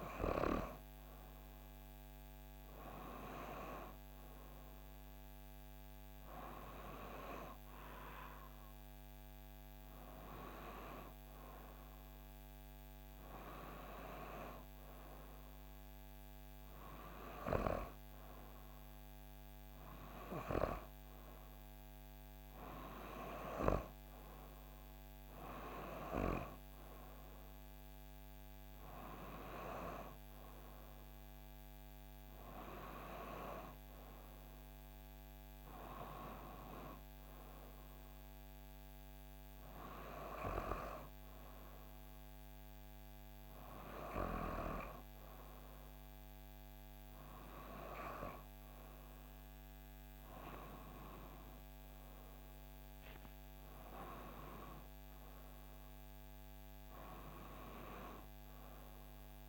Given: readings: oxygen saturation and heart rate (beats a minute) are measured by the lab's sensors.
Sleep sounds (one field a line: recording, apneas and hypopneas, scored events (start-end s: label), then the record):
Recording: breathing in sleep by a microphone on the trachea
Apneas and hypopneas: none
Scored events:
none scored
From the record:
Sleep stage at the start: N2 (light sleep)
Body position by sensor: on the back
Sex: female